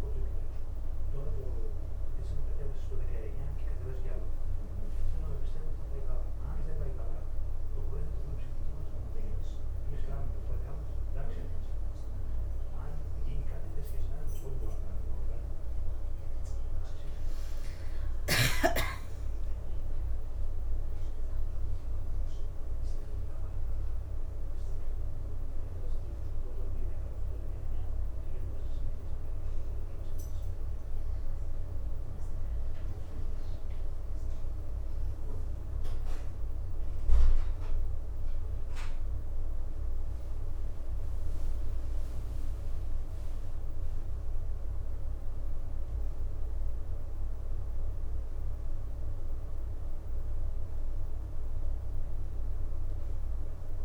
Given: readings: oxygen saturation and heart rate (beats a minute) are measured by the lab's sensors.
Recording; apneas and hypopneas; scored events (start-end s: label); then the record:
breathing in sleep by a room microphone; none
3.50-6.00 s: leg movement (device-marked)
17.00-20.00 s: leg movement (device-marked)
39.50-44.50 s: leg movement (device-marked)
46.50-47.50 s: leg movement (device-marked)
48.50-53.85 s: oxygen desaturation (device-marked, oxygen 95% before, 90% lowest, heart rate 123 before, 42 extreme)
From the record:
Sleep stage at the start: N2 (light sleep); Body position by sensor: on the back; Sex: female